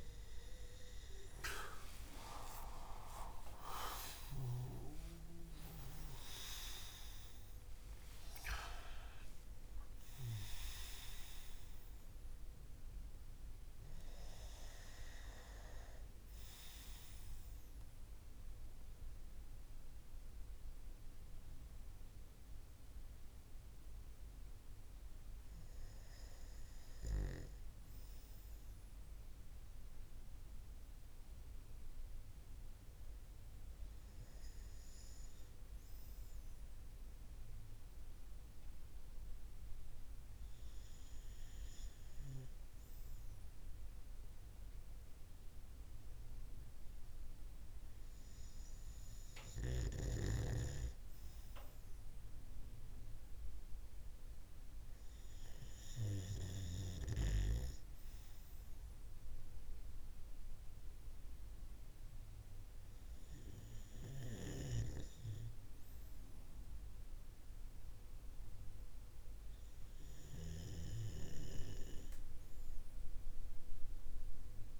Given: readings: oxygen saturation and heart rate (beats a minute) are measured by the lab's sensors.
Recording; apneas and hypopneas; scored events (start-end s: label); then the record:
breathing in sleep by a room microphone; none
0.00-7.00 s: arousal
From the record:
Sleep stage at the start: REM sleep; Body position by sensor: on the right side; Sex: male